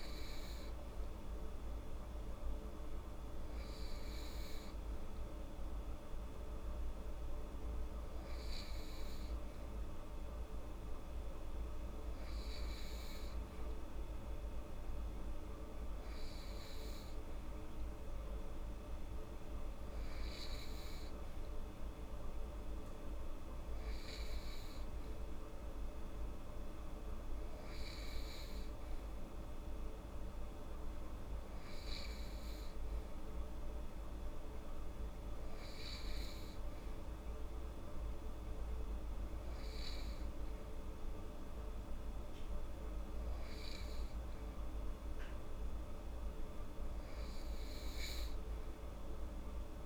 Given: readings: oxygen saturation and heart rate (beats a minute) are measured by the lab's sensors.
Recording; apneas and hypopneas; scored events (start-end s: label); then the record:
breathing in sleep, hard to hear, by a room microphone; none
none scored
From the record:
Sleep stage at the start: N2 (light sleep); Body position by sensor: on the right side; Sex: female